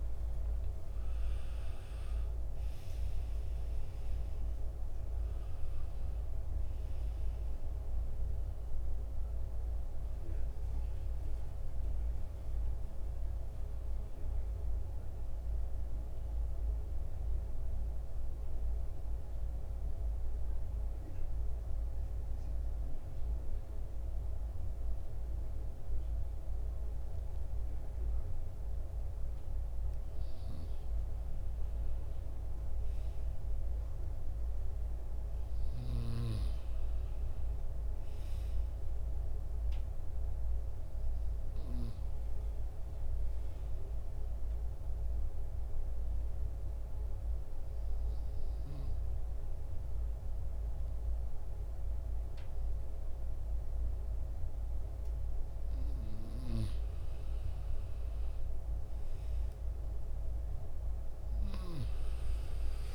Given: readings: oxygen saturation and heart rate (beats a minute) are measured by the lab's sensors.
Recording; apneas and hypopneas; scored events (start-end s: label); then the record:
breathing in sleep, hard to hear, by a room microphone; 2
0.00-1.00 s: arousal
0.00-28.00 s: oxygen desaturation (device-marked, oxygen 85% lowest, heart rate 70 extreme)
15.50-29.00 s: central apnea (oxygen 93% before, 85% lowest, heart rate 81 before, 70 extreme, up 4 after)
31.00-35.00 s: arousal
40.00-53.00 s: oxygen desaturation (device-marked, oxygen 94% before, 90% lowest, heart rate 72 before, 70 extreme)
44.00-56.00 s: obstructive apnea (oxygen 94% before, 84% lowest, heart rate 73 before, 69 extreme, up 6 after)
From the record:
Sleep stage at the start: N2 (light sleep); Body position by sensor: on the back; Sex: male